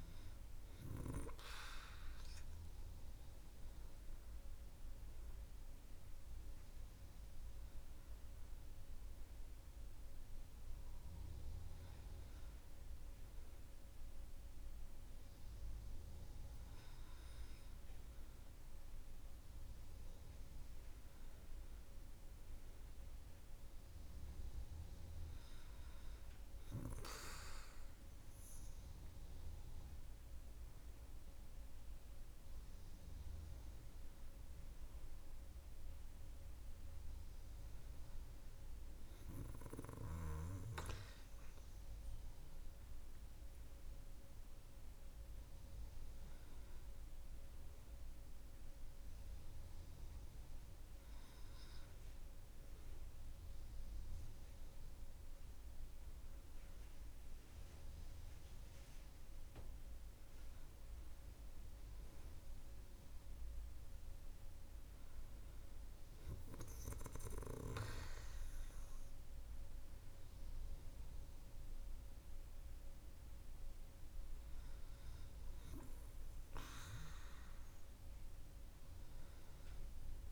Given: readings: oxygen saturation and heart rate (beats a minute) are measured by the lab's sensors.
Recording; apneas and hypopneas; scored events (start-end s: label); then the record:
breathing in sleep by a room microphone; none
none scored
From the record:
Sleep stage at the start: N2 (light sleep); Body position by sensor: on the back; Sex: female